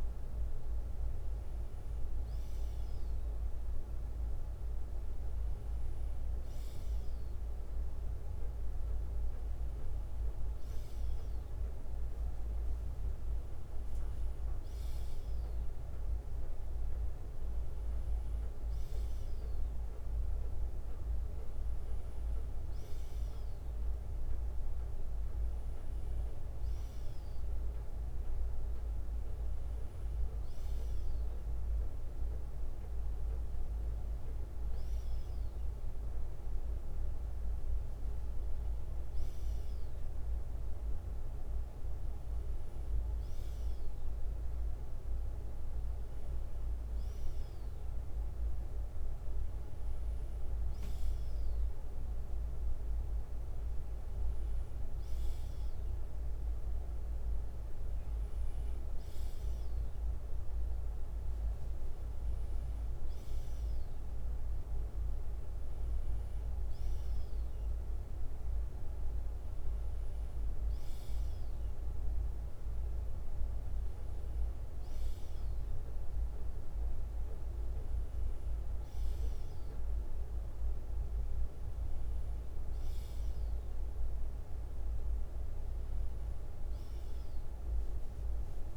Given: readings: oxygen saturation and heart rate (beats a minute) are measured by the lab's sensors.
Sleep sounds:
breathing in sleep, hard to hear, by a room microphone; none
6.50-10.50 s: bradycardia (device-marked, heart rate 61 before, 59 extreme)
18.50-28.50 s: bradycardia (device-marked, heart rate 61 before, 58 extreme)
67.50-71.50 s: bradycardia (device-marked, heart rate 61 before, 56 extreme)
82.50-88.50 s: bradycardia (device-marked, heart rate 61 before, 59 extreme)
From the record:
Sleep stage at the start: N2 (light sleep); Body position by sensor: on the left side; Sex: male

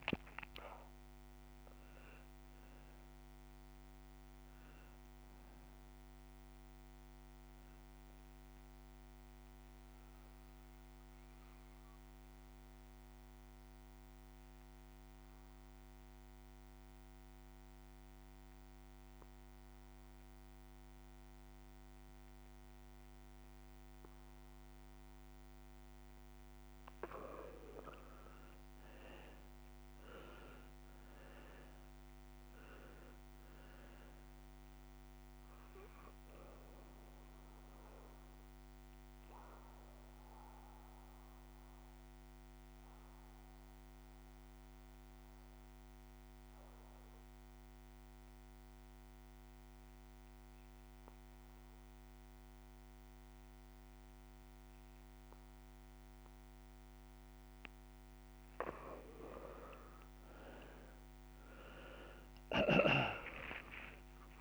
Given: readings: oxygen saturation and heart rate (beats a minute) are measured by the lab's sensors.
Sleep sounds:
breathing in sleep by a microphone on the trachea; 2
0.00-3.50 s: oxygen desaturation (device-marked, oxygen 91% lowest)
8.50-25.00 s: obstructive apnea (oxygen 95% before, 86% lowest)
13.50-24.50 s: oxygen desaturation (device-marked, oxygen 93% before, 89% lowest)
26.50-46.50 s: oxygen desaturation (device-marked, oxygen 99% before, 87% lowest)
27.50-31.00 s: arousal
36.00-57.00 s: obstructive apnea (oxygen 99% before, 86% lowest)
58.50-64.41 s: oxygen desaturation (device-marked, oxygen 98% before, 86% lowest)
60.00-64.41 s: arousal
From the record:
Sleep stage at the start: N2 (light sleep); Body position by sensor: on the right side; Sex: male

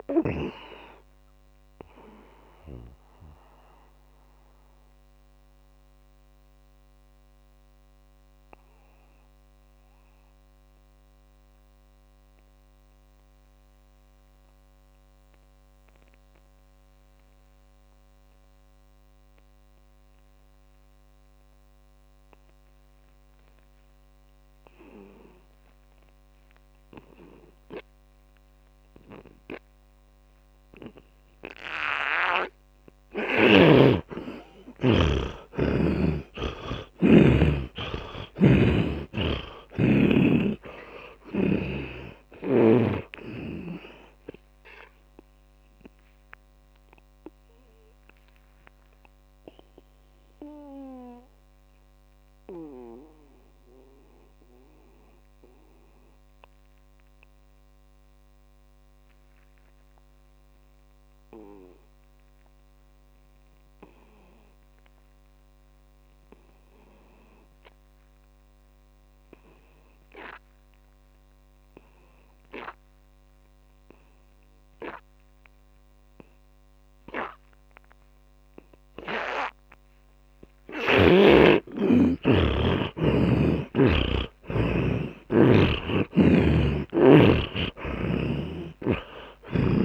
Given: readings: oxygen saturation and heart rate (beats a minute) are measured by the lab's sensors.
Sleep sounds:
breathing in sleep by a microphone on the trachea; 2
0.00-21.00 s: oxygen desaturation (device-marked, oxygen 79% lowest, heart rate 55 extreme)
0.50-33.00 s: mixed apnea (oxygen 100% before, 79% lowest, heart rate 67 before, 55 extreme, up 23 after)
27.00-62.00 s: oxygen desaturation (device-marked, oxygen 100% before, 81% lowest, heart rate 58 before, 48 extreme)
36.50-41.50 s: arousal
38.50-42.00 s: snoring (device-marked)
48.50-80.50 s: mixed apnea (oxygen 100% before, 77% lowest, heart rate 71 before, 48 extreme, up 29 after)
70.00-89.85 s: oxygen desaturation (device-marked, oxygen 100% before, 77% lowest, heart rate 71 before, 48 extreme)
82.50-88.00 s: arousal
From the record:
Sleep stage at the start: N2 (light sleep); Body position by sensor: on the back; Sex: male

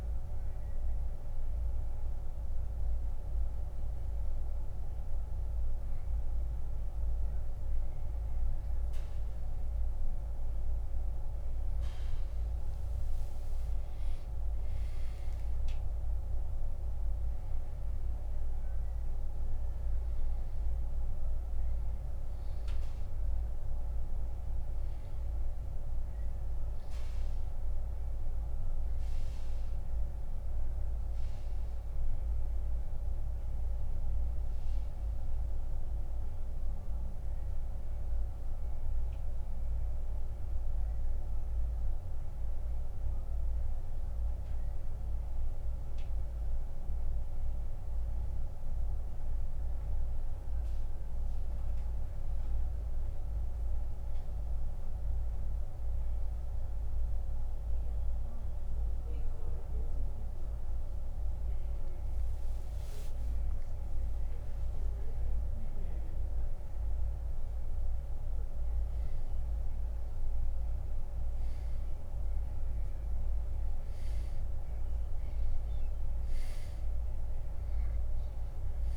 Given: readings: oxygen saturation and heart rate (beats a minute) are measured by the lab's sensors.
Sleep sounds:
a person partly awake in a sleep study, hard to hear, by a room microphone; 1
30.00-78.97 s: new sleep stage, N2 (light sleep)
34.50-62.50 s: central apnea (oxygen 99% before, 88% lowest, heart rate 86 before, 65 extreme, up 32 after)
39.00-62.00 s: oxygen desaturation (device-marked, oxygen 93% before, 88% lowest, heart rate 87 before, 65 extreme)
64.00-68.50 s: arousal
From the record:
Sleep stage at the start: awake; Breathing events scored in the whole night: 209 in 3.9 hours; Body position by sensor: on the back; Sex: male

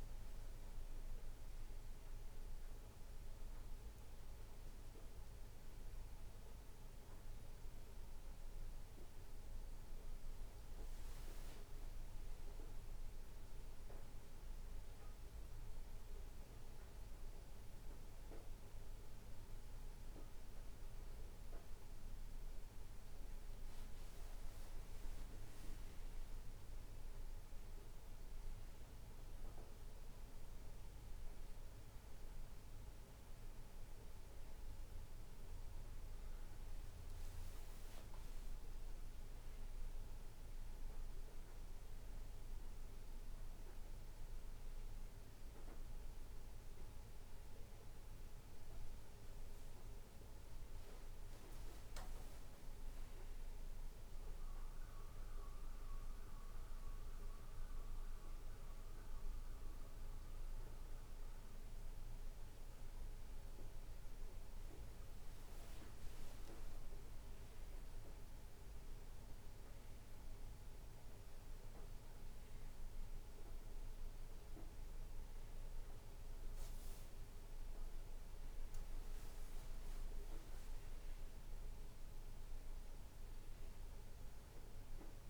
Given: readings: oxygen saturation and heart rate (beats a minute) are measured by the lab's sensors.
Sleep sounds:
breathing in sleep, hard to hear, by a room microphone; none
none scored
From the record:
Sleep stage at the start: N2 (light sleep); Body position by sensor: on the back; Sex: male

